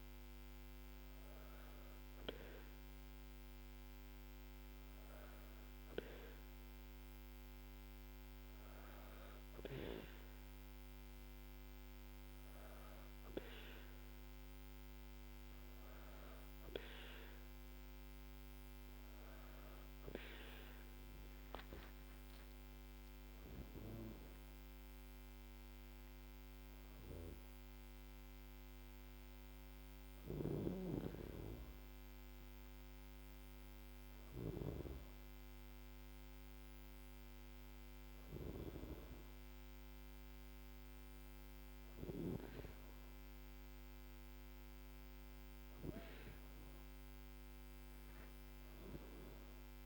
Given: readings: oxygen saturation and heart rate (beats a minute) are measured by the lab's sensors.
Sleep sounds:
breathing in sleep by a microphone on the trachea; none
none scored
From the record:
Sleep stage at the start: N2 (light sleep); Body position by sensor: on the back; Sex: female

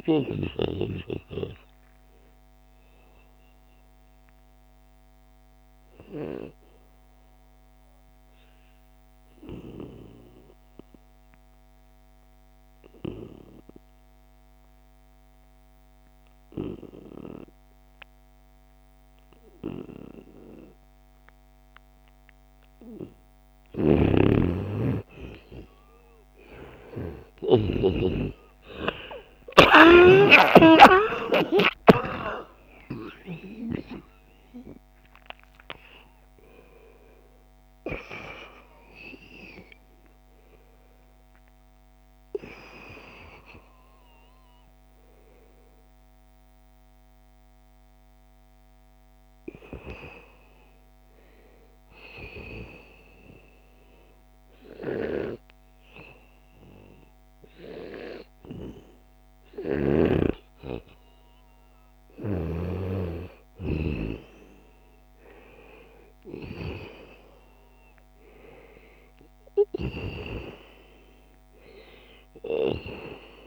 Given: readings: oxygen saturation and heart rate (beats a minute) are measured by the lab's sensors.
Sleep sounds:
breathing in sleep by a microphone on the trachea; 2
0.00-6.50 s: oxygen desaturation (device-marked, oxygen 89% lowest, heart rate 72 extreme)
4.00-21.50 s: obstructive apnea (oxygen 95% before, 89% lowest, heart rate 77 before, 72 extreme, up 8 after)
23.00-27.50 s: snoring (device-marked)
23.50-49.50 s: oxygen desaturation (device-marked, oxygen 95% before, 89% lowest, heart rate 76 before, 86 extreme)
28.00-34.00 s: arousal
29.00-31.00 s: long interval between heartbeats (device-marked, heart rate 74 before, 82 extreme)
43.50-73.47 s: new sleep stage, N1 (lightest sleep)
44.00-61.00 s: obstructive apnea (oxygen 95% before, 89% lowest, heart rate 88 before, 84 extreme, up 1 after)
62.50-66.00 s: arousal
68.50-73.47 s: oxygen desaturation (device-marked, oxygen 96% before, 92% lowest, heart rate 88 before, 80 extreme)
From the record:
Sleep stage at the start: N2 (light sleep); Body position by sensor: on the back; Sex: male

